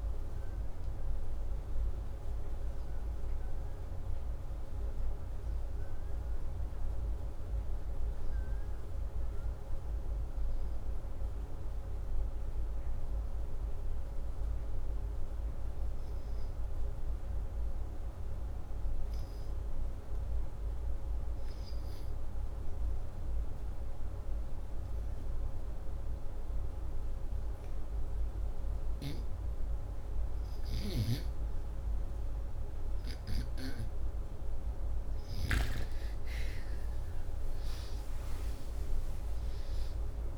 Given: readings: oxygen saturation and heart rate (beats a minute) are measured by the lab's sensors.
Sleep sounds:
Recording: a person partly awake in a sleep study, hard to hear, by a room microphone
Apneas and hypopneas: 1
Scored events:
10.00-40.38 s: new sleep stage, N2 (light sleep)
23.00-33.00 s: hypopnea (oxygen 99% before, 91% lowest, heart rate 74 before, 75 extreme, up 6 after)
33.00-40.38 s: oxygen desaturation (device-marked, oxygen 98% before, 91% lowest, heart rate 75 before, 73 extreme)
36.00-40.38 s: arousal
From the record:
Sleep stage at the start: awake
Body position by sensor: upright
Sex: male

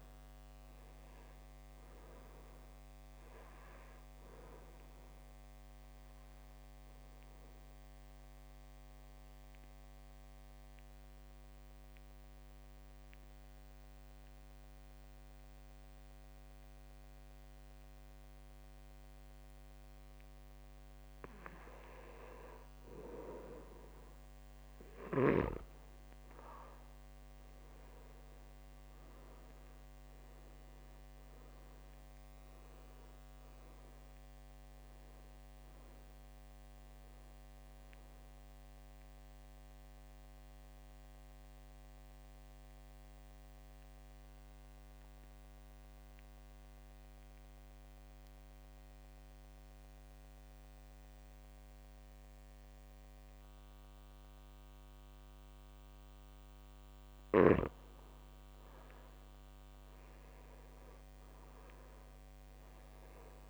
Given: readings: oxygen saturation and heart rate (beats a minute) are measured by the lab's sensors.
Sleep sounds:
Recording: breathing in sleep by a microphone on the trachea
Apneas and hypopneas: 2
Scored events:
0.00-3.50 s: arousal
7.00-21.50 s: obstructive apnea (oxygen 98% before, 94% lowest, heart rate 50 before, 49 extreme, up 1 after)
25.00-28.50 s: arousal
39.50-56.50 s: mixed apnea (oxygen 98% before, 93% lowest, heart rate 51 before, 50 extreme, up 2 after)
41.00-57.00 s: oxygen desaturation (device-marked, oxygen 98% before, 94% lowest, heart rate 51 before, 50 extreme)
59.50-63.50 s: arousal
From the record:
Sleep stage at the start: N2 (light sleep)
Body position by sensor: on the back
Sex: male

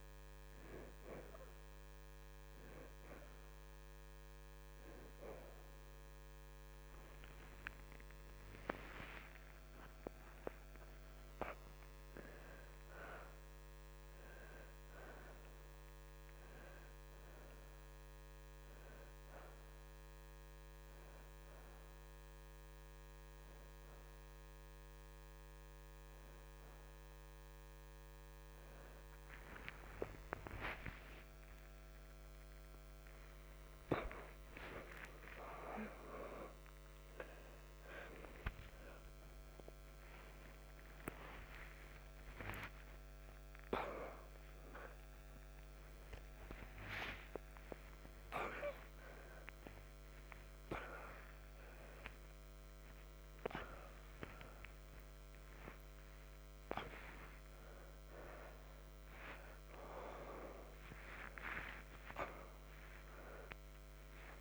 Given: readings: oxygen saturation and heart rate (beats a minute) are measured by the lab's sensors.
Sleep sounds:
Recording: a person awake in a sleep study, by a microphone on the trachea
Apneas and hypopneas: none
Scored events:
4.50-64.41 s: new sleep stage, awake
5.50-25.50 s: oxygen desaturation (device-marked, oxygen 73% before, 63% lowest, heart rate 95 before, 83 extreme)
42.50-59.50 s: oxygen desaturation (device-marked, oxygen 85% before, 76% lowest)
From the record:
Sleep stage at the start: N2 (light sleep)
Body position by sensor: on the back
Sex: female

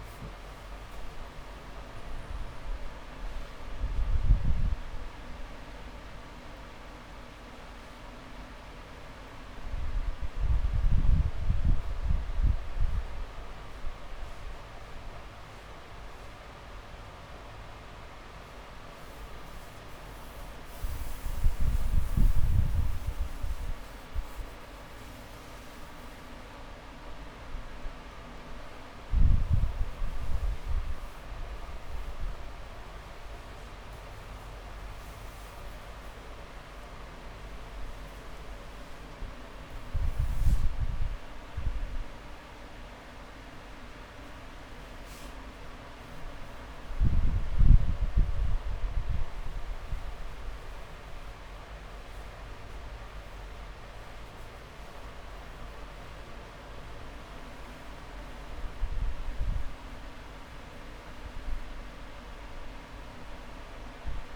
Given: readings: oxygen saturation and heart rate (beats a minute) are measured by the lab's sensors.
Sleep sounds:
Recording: breathing in sleep, hard to hear, by a room microphone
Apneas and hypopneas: 1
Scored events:
0.00-1.50 s: long interval between heartbeats (device-marked)
3.00-5.00 s: long interval between heartbeats (device-marked)
6.50-19.00 s: hypopnea (oxygen 97% before, 94% lowest)
7.50-21.50 s: drop in pulse transit time (device-marked)
8.50-10.50 s: long interval between heartbeats (device-marked)
11.50-13.50 s: long interval between heartbeats (device-marked, heart rate 30 before, 42 extreme)
17.50-19.50 s: long interval between heartbeats (device-marked, heart rate 32 before, 37 extreme)
20.50-22.50 s: long interval between heartbeats (device-marked, heart rate 34 before, 33 extreme)
25.00-27.00 s: long interval between heartbeats (device-marked, heart rate 35 before, 32 extreme)
25.00-28.50 s: arousal
29.50-31.50 s: long interval between heartbeats (device-marked, heart rate 34 before, 27 extreme)
34.50-36.50 s: long interval between heartbeats (device-marked, heart rate 31 before, 32 extreme)
42.00-44.00 s: long interval between heartbeats (device-marked, heart rate 30 before, 25 extreme)
49.50-51.50 s: long interval between heartbeats (device-marked)
51.50-55.50 s: drop in pulse transit time (device-marked)
53.50-57.00 s: arousal
From the record:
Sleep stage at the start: N2 (light sleep)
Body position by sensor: on the back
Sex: male

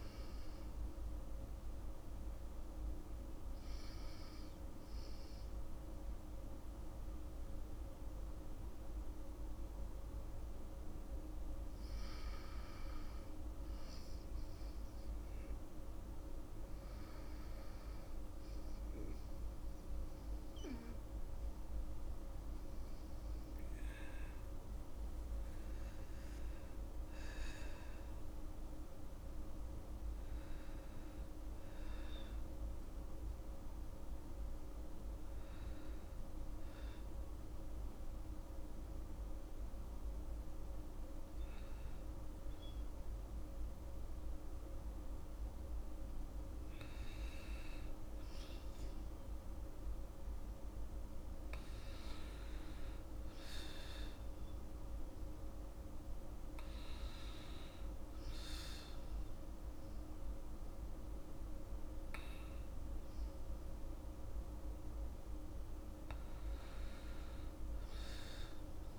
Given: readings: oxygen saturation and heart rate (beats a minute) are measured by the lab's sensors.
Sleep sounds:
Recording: a person partly awake in a sleep study, hard to hear, by a room microphone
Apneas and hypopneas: none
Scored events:
1.00-8.00 s: oxygen desaturation (device-marked, oxygen 96% before, 92% lowest, heart rate 81 before, 77 extreme)
19.00-26.00 s: oxygen desaturation (device-marked, oxygen 97% before, 94% lowest, heart rate 81 before, 76 extreme)
34.00-68.99 s: new sleep stage, N1 (lightest sleep)
From the record:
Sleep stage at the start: awake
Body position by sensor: on the back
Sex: female

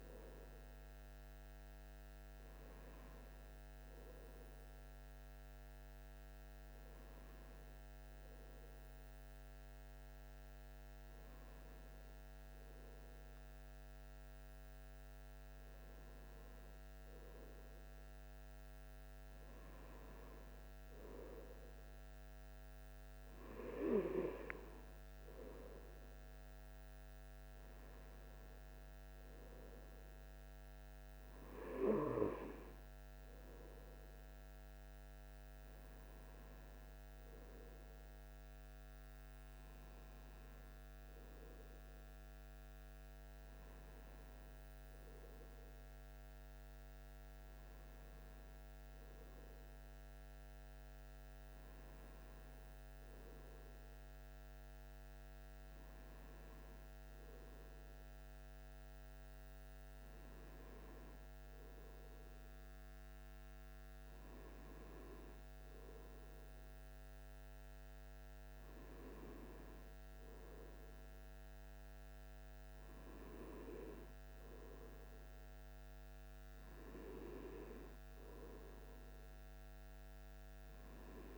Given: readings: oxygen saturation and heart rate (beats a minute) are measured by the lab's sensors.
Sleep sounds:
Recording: breathing in sleep by a microphone on the trachea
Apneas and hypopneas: none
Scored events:
none scored
From the record:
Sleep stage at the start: N1 (lightest sleep)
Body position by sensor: on the right side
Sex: male

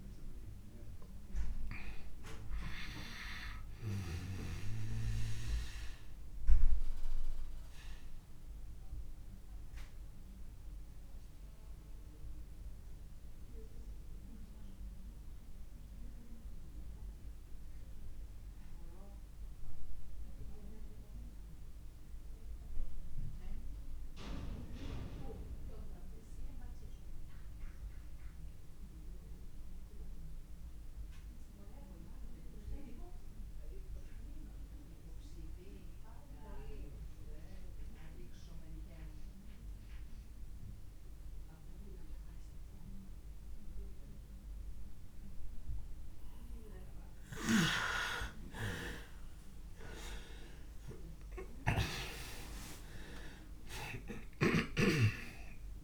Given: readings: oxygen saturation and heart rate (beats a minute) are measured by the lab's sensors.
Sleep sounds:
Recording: breathing in sleep by a room microphone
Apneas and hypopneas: 1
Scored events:
0.00-24.50 s: oxygen desaturation (device-marked, oxygen 83% lowest)
6.00-45.50 s: obstructive apnea (oxygen 98% before, 83% lowest)
42.50-55.84 s: oxygen desaturation (device-marked, oxygen 98% before, 85% lowest)
47.50-51.00 s: arousal
From the record:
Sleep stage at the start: N2 (light sleep)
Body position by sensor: on the back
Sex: male

